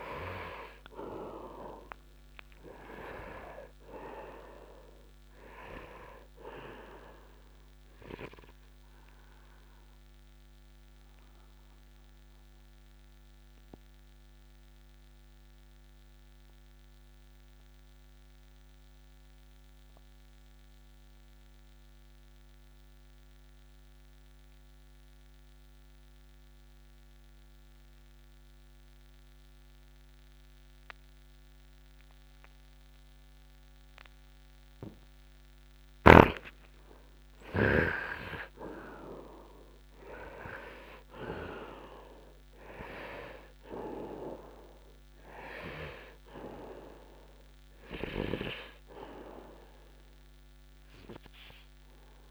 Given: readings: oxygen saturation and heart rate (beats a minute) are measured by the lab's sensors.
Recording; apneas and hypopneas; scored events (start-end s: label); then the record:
breathing in sleep by a microphone on the trachea; 1
0.00-22.00 s: oxygen desaturation (device-marked, oxygen 77% lowest, heart rate 59 extreme)
9.50-34.50 s: obstructive apnea (oxygen 98% before, 77% lowest, heart rate 66 before, 60 extreme, up 0 after)
36.00-52.31 s: oxygen desaturation (device-marked, oxygen 99% before, 77% lowest, heart rate 69 before, 56 extreme)
36.50-41.50 s: arousal
From the record:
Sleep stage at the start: N2 (light sleep); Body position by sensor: upright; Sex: male